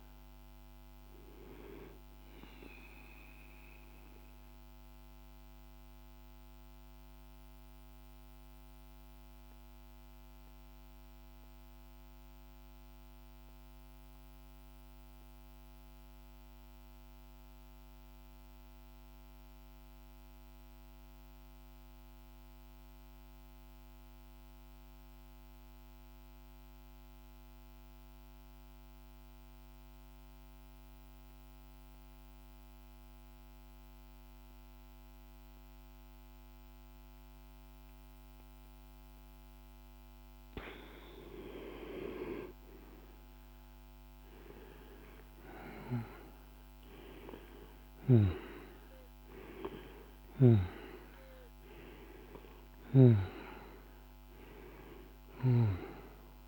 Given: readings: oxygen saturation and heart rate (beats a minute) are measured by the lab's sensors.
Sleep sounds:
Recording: breathing in sleep by a microphone on the trachea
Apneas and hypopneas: 1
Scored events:
0.00-13.50 s: oxygen desaturation (device-marked, oxygen 86% lowest, heart rate 47 extreme)
2.00-40.00 s: mixed apnea (oxygen 98% before, 86% lowest, heart rate 54 before, 47 extreme, up 4 after)
33.50-56.48 s: oxygen desaturation (device-marked, oxygen 99% before, 88% lowest, heart rate 49 before, 47 extreme)
43.00-46.00 s: arousal
47.00-52.00 s: snoring (device-marked)
From the record:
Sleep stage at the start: N2 (light sleep)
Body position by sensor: on the back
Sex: male

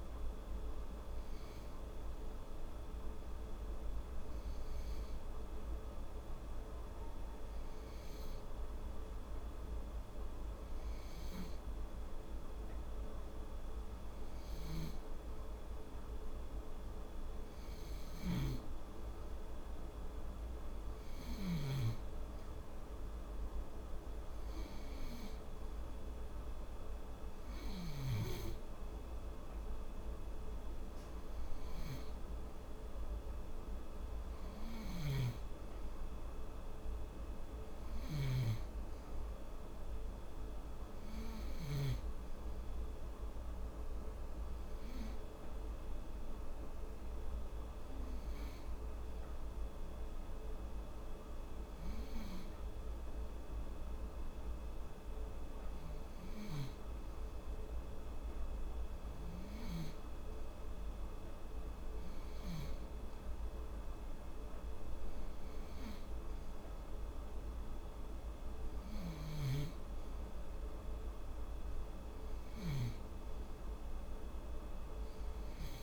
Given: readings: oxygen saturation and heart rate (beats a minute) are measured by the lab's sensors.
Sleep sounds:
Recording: breathing in sleep, hard to hear, by a room microphone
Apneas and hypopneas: none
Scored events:
38.00-42.00 s: snoring (device-marked)
From the record:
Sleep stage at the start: N2 (light sleep)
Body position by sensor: on the back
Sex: female

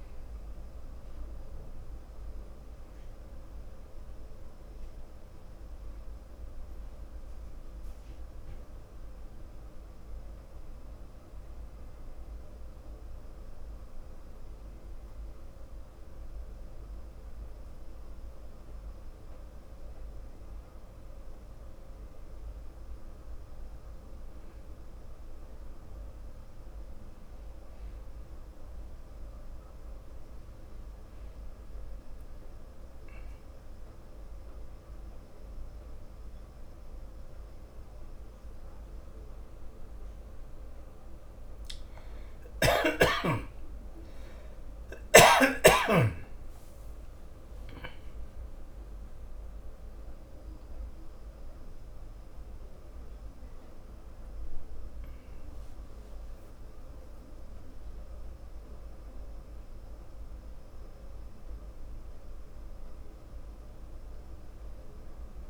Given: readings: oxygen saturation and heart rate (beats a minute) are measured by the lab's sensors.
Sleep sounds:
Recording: a person partly awake in a sleep study, hard to hear, by a room microphone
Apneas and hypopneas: 1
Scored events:
0.00-13.00 s: oxygen desaturation (device-marked, oxygen 92% lowest, heart rate 55 extreme)
1.00-6.00 s: arousal
11.00-22.00 s: obstructive apnea (oxygen 96% before, 93% lowest, heart rate 57 before, 55 extreme, up 9 after)
30.00-60.00 s: new sleep stage, awake
60.00-65.50 s: new sleep stage, N2 (light sleep)
From the record:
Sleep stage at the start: N2 (light sleep)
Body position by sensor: on the back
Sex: male

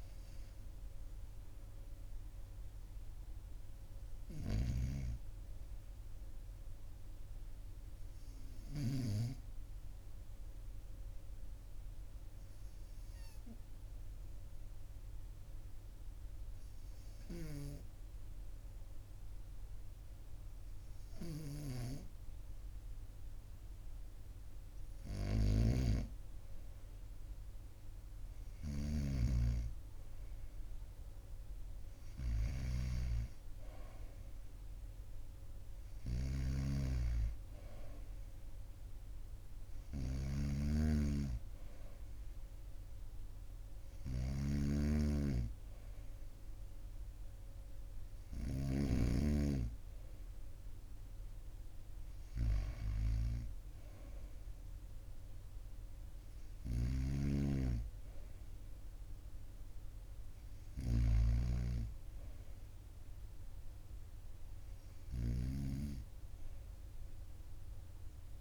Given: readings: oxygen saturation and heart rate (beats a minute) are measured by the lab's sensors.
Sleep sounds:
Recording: breathing in sleep by a room microphone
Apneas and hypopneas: none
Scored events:
40.00-48.50 s: snoring (device-marked)
56.50-65.50 s: snoring (device-marked)
From the record:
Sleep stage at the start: N2 (light sleep)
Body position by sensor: on the right side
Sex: male

